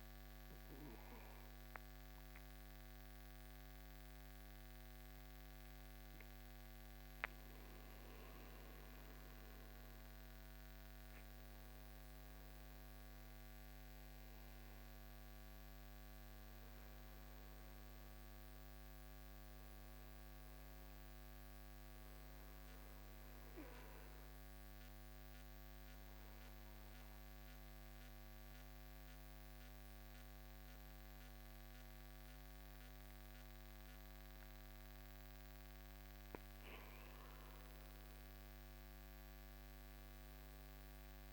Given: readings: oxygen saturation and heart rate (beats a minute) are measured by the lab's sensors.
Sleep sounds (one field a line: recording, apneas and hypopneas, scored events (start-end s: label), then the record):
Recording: breathing in sleep, hard to hear, by a microphone on the trachea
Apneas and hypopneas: none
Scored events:
none scored
From the record:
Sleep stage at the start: N2 (light sleep)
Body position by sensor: on the right side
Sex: male